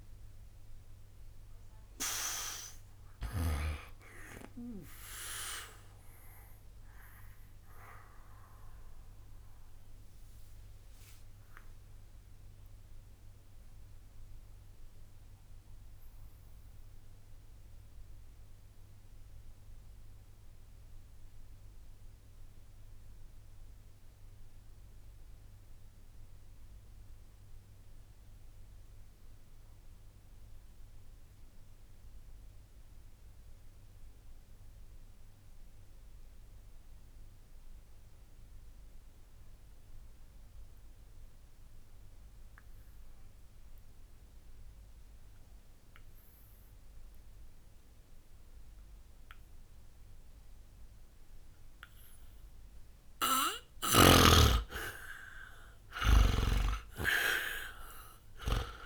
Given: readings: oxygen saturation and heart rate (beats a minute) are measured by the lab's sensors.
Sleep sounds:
breathing in sleep by a room microphone; 1
0.00-25.00 s: oxygen desaturation (device-marked, oxygen 77% lowest, heart rate 60 extreme)
6.00-52.50 s: obstructive apnea (oxygen 94% before, 75% lowest, heart rate 109 before, 60 extreme, up 8 after)
46.00-58.86 s: oxygen desaturation (device-marked, oxygen 98% before, 75% lowest, heart rate 63 before, 61 extreme)
53.50-58.86 s: snoring (device-marked)
From the record:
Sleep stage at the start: N2 (light sleep); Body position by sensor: on the back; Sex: male

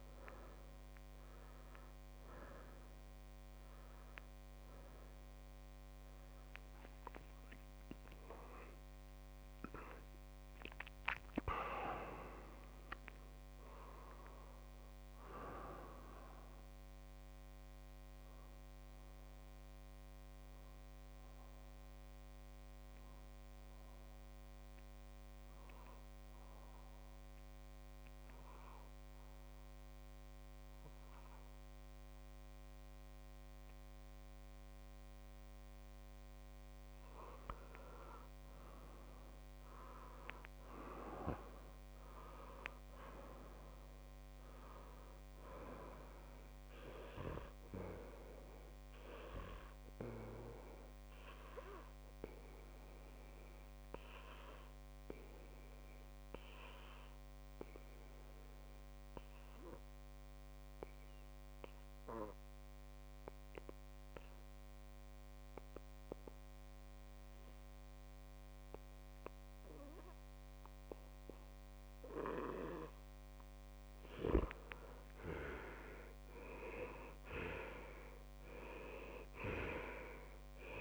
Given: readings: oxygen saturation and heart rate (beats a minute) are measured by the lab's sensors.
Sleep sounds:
a person partly awake in a sleep study, by a microphone on the trachea; 2
0.00-30.50 s: oxygen desaturation (device-marked, oxygen 93% lowest)
22.50-80.81 s: new sleep stage, N2 (light sleep)
23.00-36.00 s: obstructive apnea (oxygen 98% before, 92% lowest)
38.50-41.50 s: arousal
45.50-64.50 s: oxygen desaturation (device-marked, oxygen 98% before, 94% lowest)
47.50-72.50 s: obstructive apnea (oxygen 99% before, 89% lowest)
75.00-78.50 s: arousal
79.50-80.81 s: oxygen desaturation (device-marked, oxygen 97% before, 92% lowest)
From the record:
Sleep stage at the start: awake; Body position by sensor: on the back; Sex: male

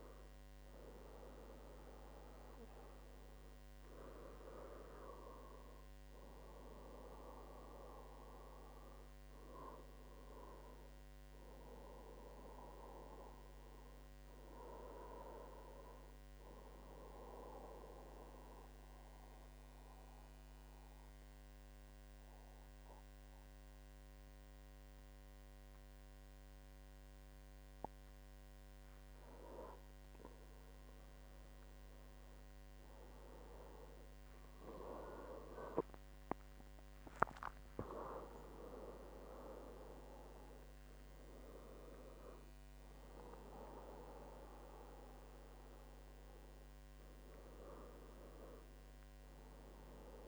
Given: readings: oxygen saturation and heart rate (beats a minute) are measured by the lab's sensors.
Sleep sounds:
breathing in sleep by a microphone on the trachea; 1
0.00-2.50 s: oxygen desaturation (device-marked, oxygen 93% lowest, heart rate 76 extreme)
17.00-29.50 s: central apnea (oxygen 97% before, 93% lowest, heart rate 79 before, 76 extreme, up 6 after)
34.50-47.50 s: oxygen desaturation (device-marked, oxygen 96% before, 93% lowest, heart rate 78 before, 74 extreme)
36.00-39.50 s: arousal
From the record:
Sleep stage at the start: N2 (light sleep); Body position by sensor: on the back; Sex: male

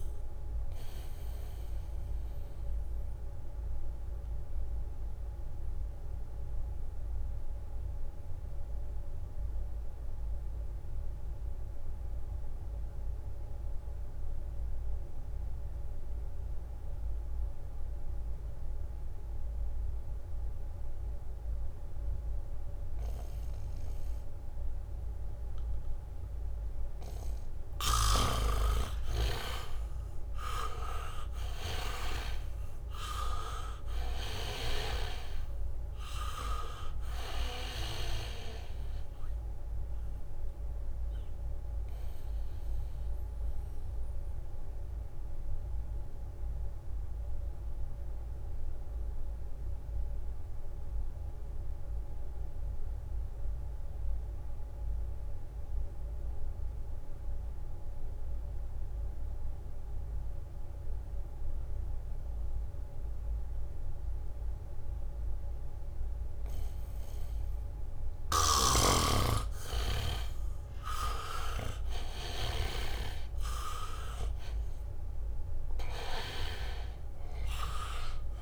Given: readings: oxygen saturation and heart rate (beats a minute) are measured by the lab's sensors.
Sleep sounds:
breathing in sleep by a room microphone; 2
0.00-15.50 s: oxygen desaturation (device-marked, oxygen 77% lowest, heart rate 62 extreme)
1.50-26.00 s: obstructive apnea (oxygen 98% before, 75% lowest, heart rate 68 before, 62 extreme, up 7 after)
3.50-7.50 s: leg movement (device-marked)
20.50-24.00 s: leg movement (device-marked)
25.00-35.50 s: leg movement (device-marked)
27.50-54.50 s: oxygen desaturation (device-marked, oxygen 98% before, 75% lowest, heart rate 69 before, 62 extreme)
30.00-34.00 s: arousal
35.50-39.50 s: leg movement (device-marked)
40.50-68.00 s: mixed apnea (oxygen 98% before, 75% lowest, heart rate 67 before, 62 extreme, up 5 after)
59.00-61.50 s: leg movement (device-marked)
60.50-78.42 s: oxygen desaturation (device-marked, oxygen 99% before, 76% lowest, heart rate 74 before, 62 extreme)
64.50-67.50 s: leg movement (device-marked)
68.50-73.00 s: leg movement (device-marked)
68.50-73.00 s: snoring (device-marked)
72.00-76.50 s: arousal
73.50-78.42 s: leg movement (device-marked)
From the record:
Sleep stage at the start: N2 (light sleep); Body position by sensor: on the back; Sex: male

